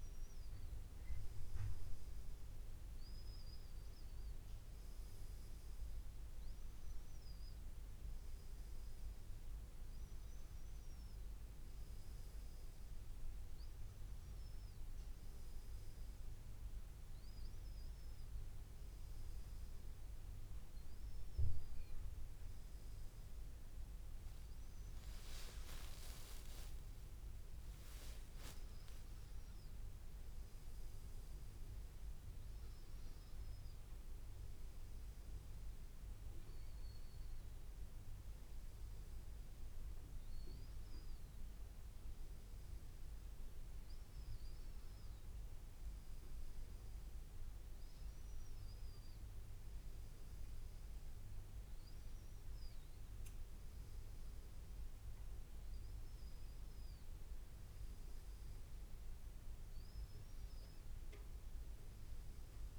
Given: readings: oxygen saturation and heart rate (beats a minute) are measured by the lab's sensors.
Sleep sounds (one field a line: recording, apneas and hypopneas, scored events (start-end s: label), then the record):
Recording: breathing in sleep, hard to hear, by a room microphone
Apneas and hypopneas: none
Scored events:
none scored
From the record:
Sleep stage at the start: N1 (lightest sleep)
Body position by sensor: on the back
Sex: male